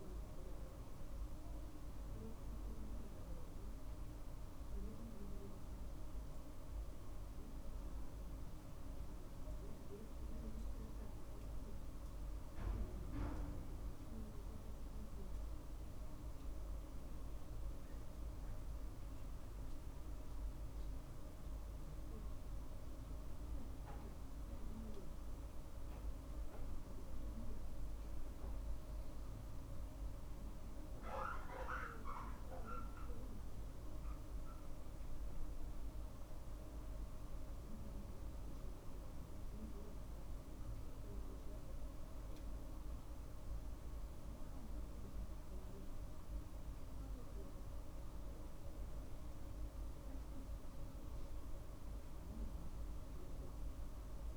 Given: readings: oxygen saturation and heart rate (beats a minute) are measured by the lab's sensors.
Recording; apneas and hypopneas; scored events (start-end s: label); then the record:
breathing in sleep, hard to hear, by a room microphone; none
none scored
From the record:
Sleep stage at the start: N2 (light sleep); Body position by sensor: on the right side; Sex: male